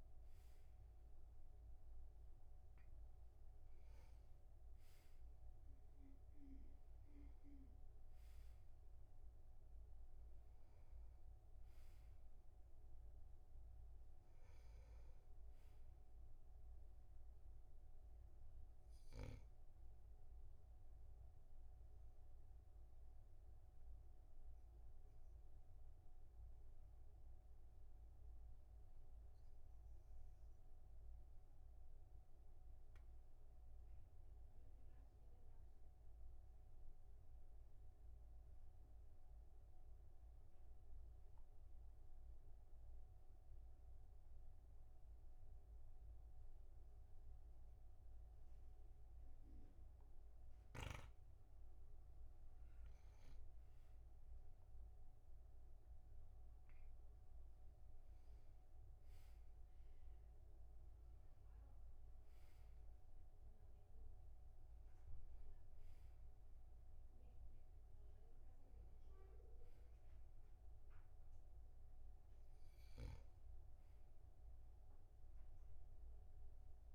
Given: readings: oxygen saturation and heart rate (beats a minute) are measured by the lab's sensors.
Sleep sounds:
breathing in sleep, hard to hear, by a room microphone; 1
0.00-3.50 s: arousal
22.00-52.50 s: obstructive apnea (oxygen 99% before, 94% lowest, heart rate 48 before, 38 extreme, up 3 after)
24.00-39.00 s: oxygen desaturation (device-marked, oxygen 98% before, 94% lowest, heart rate 48 before, 38 extreme)
54.00-56.50 s: arousal
From the record:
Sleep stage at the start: N2 (light sleep); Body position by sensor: on the back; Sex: male

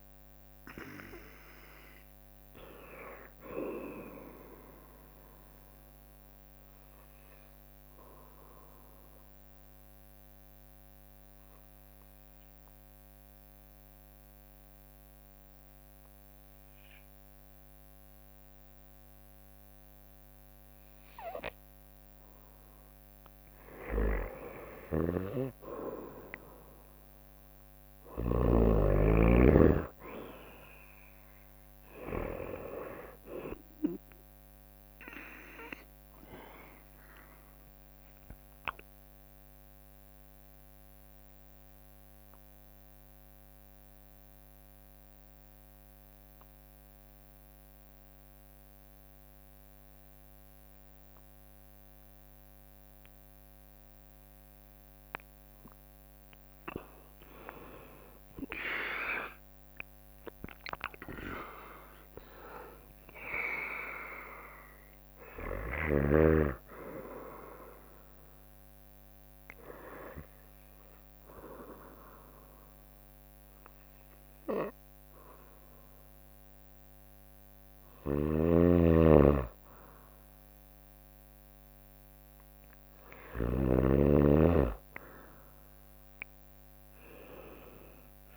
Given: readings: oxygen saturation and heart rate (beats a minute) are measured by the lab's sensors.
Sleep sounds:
breathing in sleep by a microphone on the trachea; 3
0.00-8.00 s: drop in pulse transit time (device-marked, heart rate 61 extreme)
5.00-13.00 s: bradycardia (device-marked, heart rate 63 before, 58 extreme)
6.00-21.00 s: mixed apnea (oxygen 98% before, 93% lowest, heart rate 63 before, 58 extreme, up 3 after)
23.50-28.00 s: arousal
24.50-28.50 s: snoring (device-marked)
27.00-29.00 s: bradycardia (device-marked, heart rate 63 before, 60 extreme)
30.00-44.00 s: drop in pulse transit time (device-marked, heart rate 60 before, 59 extreme)
36.00-54.50 s: obstructive apnea (oxygen 97% before, 92% lowest, heart rate 60 before, 57 extreme, up 9 after)
43.00-50.00 s: bradycardia (device-marked, heart rate 63 before, 57 extreme)
57.50-61.50 s: arousal
59.00-70.00 s: drop in pulse transit time (device-marked, heart rate 61 before, 61 extreme)
68.00-75.00 s: bradycardia (device-marked, heart rate 63 before, 57 extreme)
69.50-79.50 s: obstructive apnea (oxygen 97% before, 92% lowest, heart rate 62 before, 58 extreme, up 6 after)
77.50-83.50 s: snoring (device-marked)
86.00-88.37 s: drop in pulse transit time (device-marked, heart rate 60 before, 62 extreme)
From the record:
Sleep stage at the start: N2 (light sleep); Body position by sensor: on the right side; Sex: female

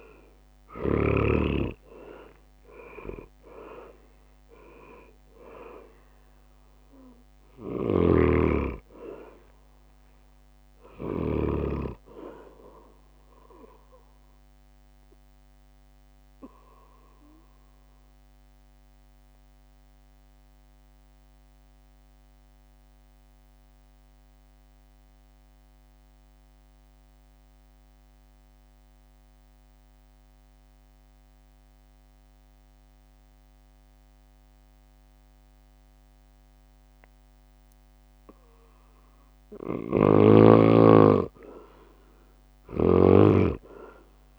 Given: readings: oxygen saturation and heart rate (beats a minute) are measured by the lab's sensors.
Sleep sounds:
breathing in sleep by a microphone on the trachea; 1
0.00-1.50 s: arousal
0.00-17.00 s: drop in pulse transit time (device-marked, heart rate 67 extreme)
0.00-26.00 s: oxygen desaturation (device-marked, oxygen 99% before, 91% lowest, heart rate 63 before, 60 extreme)
2.00-5.00 s: leg movement (device-marked)
7.50-11.50 s: snoring (device-marked)
16.00-40.00 s: obstructive apnea (oxygen 99% before, 90% lowest, heart rate 70 before, 57 extreme, up 10 after)
38.00-44.39 s: oxygen desaturation (device-marked, oxygen 99% before, 90% lowest, heart rate 62 before, 57 extreme)
38.50-42.00 s: leg movement (device-marked)
43.00-44.39 s: arousal
43.00-44.39 s: drop in pulse transit time (device-marked, heart rate 63 before, 63 extreme)
From the record:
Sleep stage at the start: N2 (light sleep); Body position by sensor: on the back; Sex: male

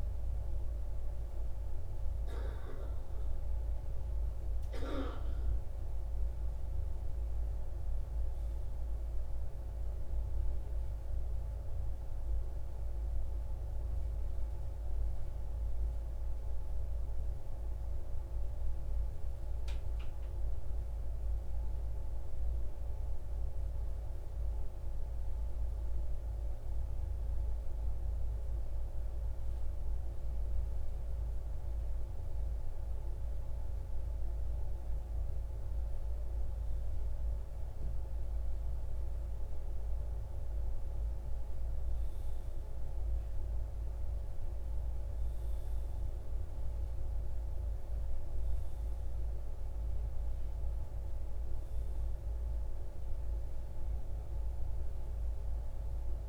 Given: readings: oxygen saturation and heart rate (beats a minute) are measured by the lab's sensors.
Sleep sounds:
breathing in sleep, hard to hear, by a room microphone; 1
0.00-2.00 s: oxygen desaturation (device-marked, oxygen 94% lowest, heart rate 63 extreme)
4.50-10.00 s: arousal
13.50-31.00 s: hypopnea (oxygen 98% before, 95% lowest, heart rate 107 before, 49 extreme, up 18 after)
31.50-36.50 s: arousal
From the record:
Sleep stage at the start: N2 (light sleep); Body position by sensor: on the right side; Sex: male

